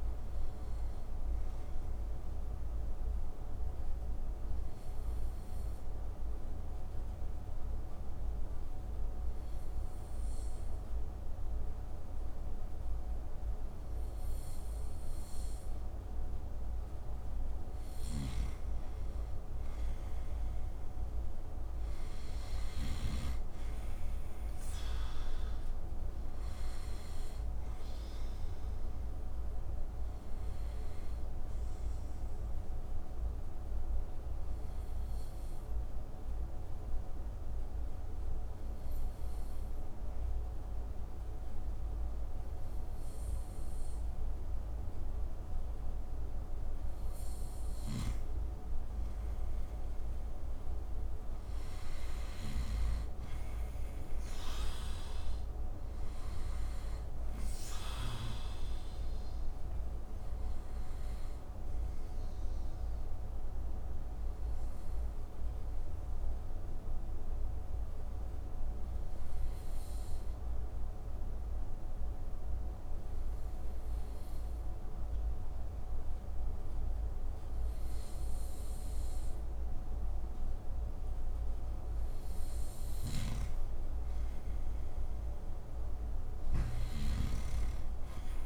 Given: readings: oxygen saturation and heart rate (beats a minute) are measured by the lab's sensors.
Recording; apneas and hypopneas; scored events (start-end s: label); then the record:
breathing in sleep, hard to hear, by a room microphone; 3
0.00-13.50 s: oxygen desaturation (device-marked, oxygen 88% lowest)
1.50-16.50 s: obstructive apnea (oxygen 94% before, 88% lowest)
19.50-23.50 s: arousal
27.50-45.50 s: oxygen desaturation (device-marked, oxygen 95% before, 88% lowest)
30.00-46.50 s: obstructive apnea (oxygen 95% before, 88% lowest)
47.00-52.50 s: snoring (device-marked)
49.00-53.50 s: arousal
54.50-78.50 s: oxygen desaturation (device-marked, oxygen 95% before, 88% lowest)
60.50-80.50 s: obstructive apnea (oxygen 95% before, 88% lowest)
83.00-87.00 s: arousal
From the record:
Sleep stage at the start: N2 (light sleep); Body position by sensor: on the right side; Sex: male